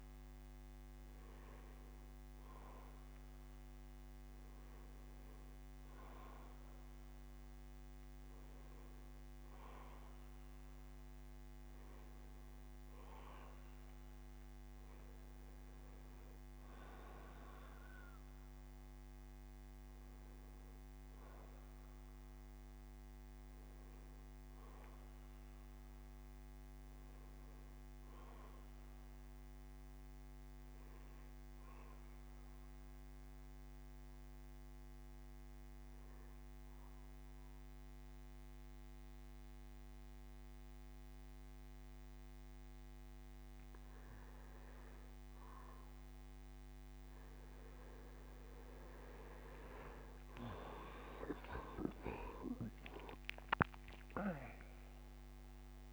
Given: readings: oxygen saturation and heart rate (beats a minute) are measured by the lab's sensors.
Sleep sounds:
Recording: breathing in sleep by a microphone on the trachea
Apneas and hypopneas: 1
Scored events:
11.50-13.50 s: bradycardia (device-marked, heart rate 68 before, 65 extreme)
14.50-18.00 s: arousal
15.50-17.50 s: bradycardia (device-marked, heart rate 68 before, 59 extreme)
31.50-44.00 s: obstructive apnea (oxygen 92% before, 87% lowest, heart rate 64 before, 64 extreme, up 5 after)
45.50-55.93 s: oxygen desaturation (device-marked, oxygen 93% before, 87% lowest, heart rate 71 before, 56 extreme)
48.00-52.00 s: arousal
From the record:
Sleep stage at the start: N2 (light sleep)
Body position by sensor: on the back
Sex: male

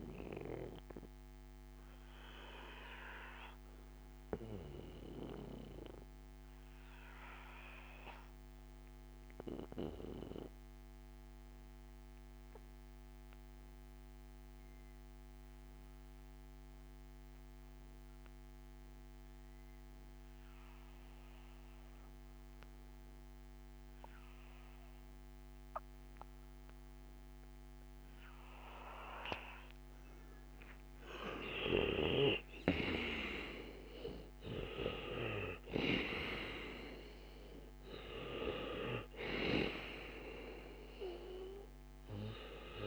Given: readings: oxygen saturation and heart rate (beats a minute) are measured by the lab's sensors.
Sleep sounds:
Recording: breathing in sleep by a microphone on the trachea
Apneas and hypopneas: 1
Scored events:
0.00-2.00 s: arousal
0.00-2.00 s: oxygen desaturation (device-marked, oxygen 85% lowest, heart rate 55 extreme)
6.50-28.50 s: obstructive apnea (oxygen 97% before, 82% lowest, heart rate 62 before, 56 extreme, up 7 after)
28.00-42.87 s: oxygen desaturation (device-marked, oxygen 94% before, 82% lowest, heart rate 57 before, 56 extreme)
30.50-36.00 s: arousal
From the record:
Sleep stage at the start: N2 (light sleep)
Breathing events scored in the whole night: 304 in 4.4 hours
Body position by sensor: on the back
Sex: male

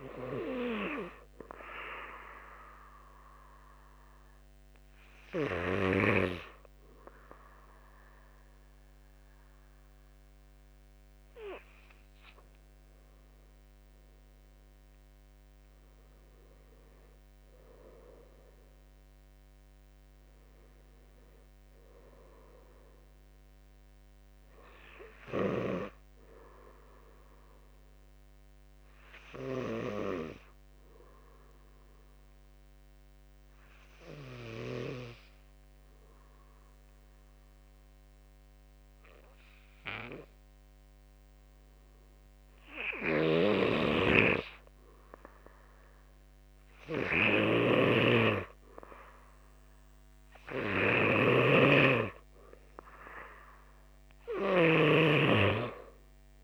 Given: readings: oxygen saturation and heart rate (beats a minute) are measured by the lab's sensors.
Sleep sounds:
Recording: breathing in sleep by a microphone on the trachea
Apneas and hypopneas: 2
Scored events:
1.00-12.00 s: obstructive apnea (oxygen 90% before, 88% lowest, heart rate 63 before, 49 extreme, up 15 after)
15.50-19.00 s: arousal
17.50-29.50 s: drop in pulse transit time (device-marked, heart rate 53 before, 53 extreme)
27.50-44.00 s: obstructive apnea (oxygen 100% before, 85% lowest, heart rate 55 before, 49 extreme, up 4 after)
42.50-56.44 s: oxygen desaturation (device-marked, oxygen 98% before, 88% lowest, heart rate 56 before, 49 extreme)
46.50-49.50 s: arousal
47.00-56.44 s: snoring (device-marked)
From the record:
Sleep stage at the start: N2 (light sleep)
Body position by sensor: on the back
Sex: male

